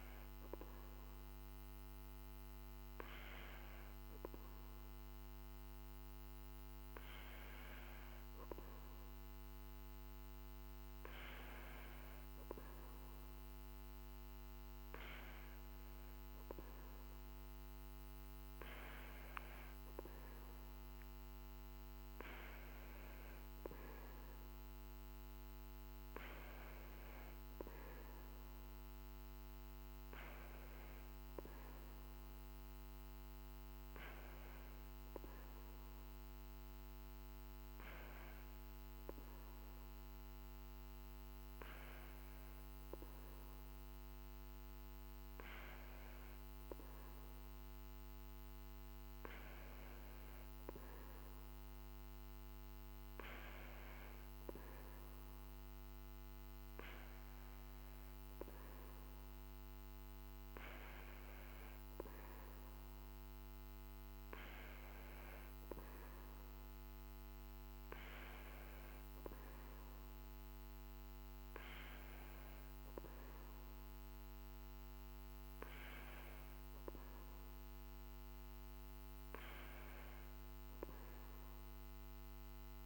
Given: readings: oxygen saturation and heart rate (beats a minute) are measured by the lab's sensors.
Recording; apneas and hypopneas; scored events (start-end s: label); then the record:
breathing in sleep by a microphone on the trachea; none
none scored
From the record:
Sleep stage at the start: N2 (light sleep); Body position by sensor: on the back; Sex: male